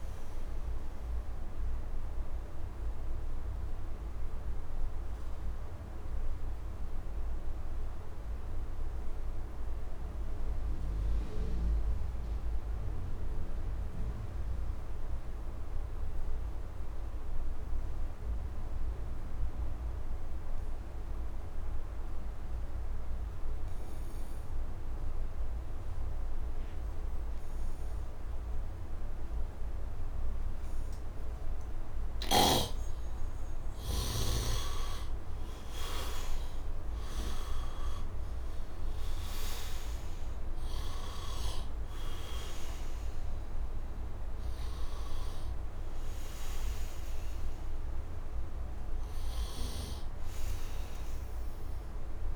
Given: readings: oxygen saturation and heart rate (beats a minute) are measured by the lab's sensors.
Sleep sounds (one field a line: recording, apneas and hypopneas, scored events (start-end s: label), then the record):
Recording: breathing in sleep by a room microphone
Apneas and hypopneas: 1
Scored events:
0.00-21.50 s: oxygen desaturation (device-marked, oxygen 67% lowest, heart rate 68 extreme)
0.50-33.50 s: obstructive apnea (oxygen 96% before, 67% lowest, heart rate 79 before, 68 extreme, up 9 after)
26.50-52.36 s: oxygen desaturation (device-marked, oxygen 99% before, 68% lowest, heart rate 71 before, 71 extreme)
35.50-40.00 s: arousal
From the record:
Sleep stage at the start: N2 (light sleep)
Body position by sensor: on the right side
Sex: male